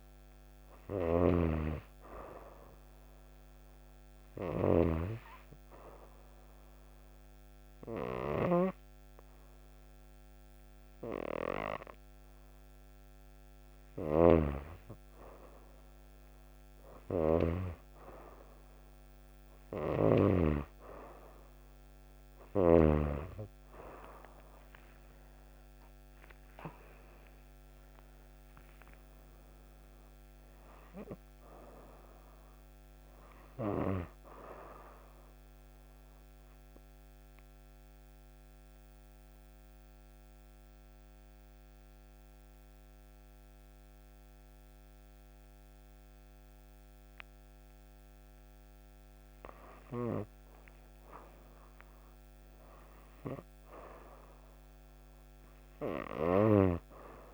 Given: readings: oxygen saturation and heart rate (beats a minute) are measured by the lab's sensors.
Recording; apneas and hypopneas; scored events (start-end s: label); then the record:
breathing in sleep by a microphone on the trachea; 2
0.00-8.50 s: oxygen desaturation (device-marked, oxygen 93% lowest)
0.00-20.50 s: snoring (device-marked)
4.50-15.00 s: obstructive apnea (oxygen 99% before, 93% lowest)
16.50-19.00 s: arousal
26.00-30.00 s: arousal
34.50-46.00 s: obstructive apnea (oxygen 96% before, 93% lowest)
47.50-50.00 s: arousal
From the record:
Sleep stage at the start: N2 (light sleep); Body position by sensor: on the right side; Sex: female